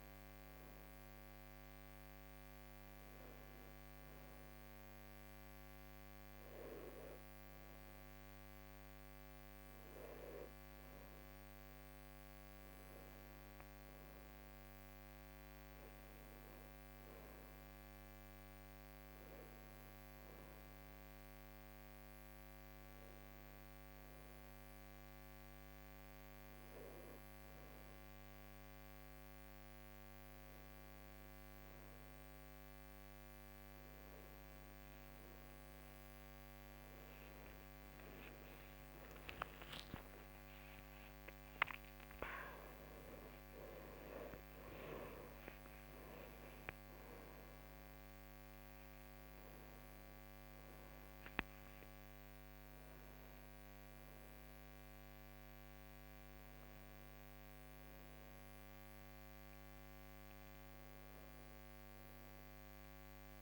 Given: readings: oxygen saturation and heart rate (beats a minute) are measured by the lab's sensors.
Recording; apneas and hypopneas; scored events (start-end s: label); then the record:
a person partly awake in a sleep study, hard to hear, by a microphone on the trachea; none
24.50-54.50 s: new sleep stage, awake
54.50-63.42 s: new sleep stage, N2 (light sleep)
From the record:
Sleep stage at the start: N2 (light sleep); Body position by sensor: on the right side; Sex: female